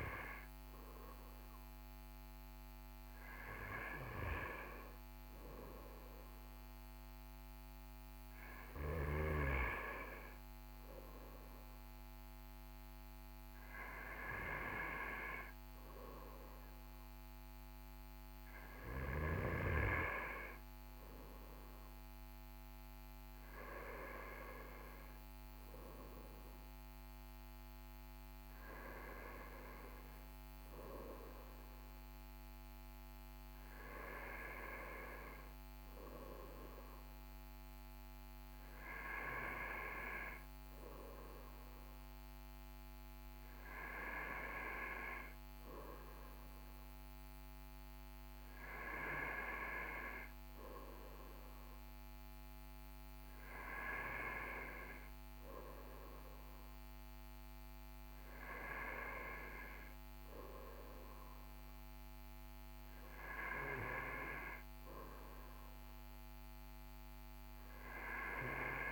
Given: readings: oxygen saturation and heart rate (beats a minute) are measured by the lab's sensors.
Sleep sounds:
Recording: breathing in sleep by a microphone on the trachea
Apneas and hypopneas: none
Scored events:
none scored
From the record:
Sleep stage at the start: N2 (light sleep)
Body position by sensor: on the right side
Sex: male

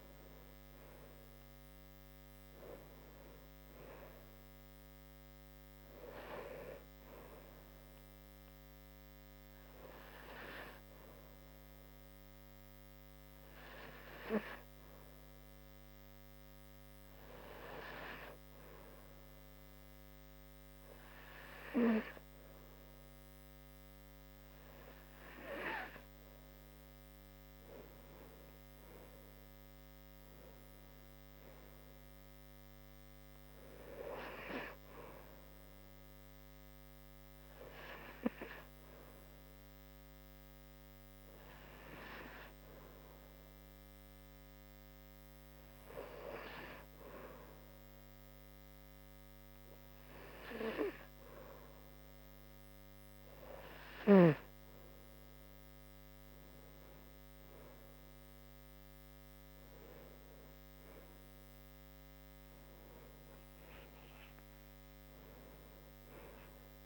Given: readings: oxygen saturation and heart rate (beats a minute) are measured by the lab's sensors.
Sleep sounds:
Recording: breathing in sleep by a microphone on the trachea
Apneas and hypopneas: 2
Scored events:
0.00-3.00 s: arousal
7.50-26.00 s: hypopnea (oxygen 96% before, 93% lowest)
28.00-31.00 s: arousal
35.50-52.50 s: hypopnea (oxygen 96% before, 93% lowest)
60.50-65.00 s: arousal
From the record:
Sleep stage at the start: N2 (light sleep)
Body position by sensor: on the right side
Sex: female

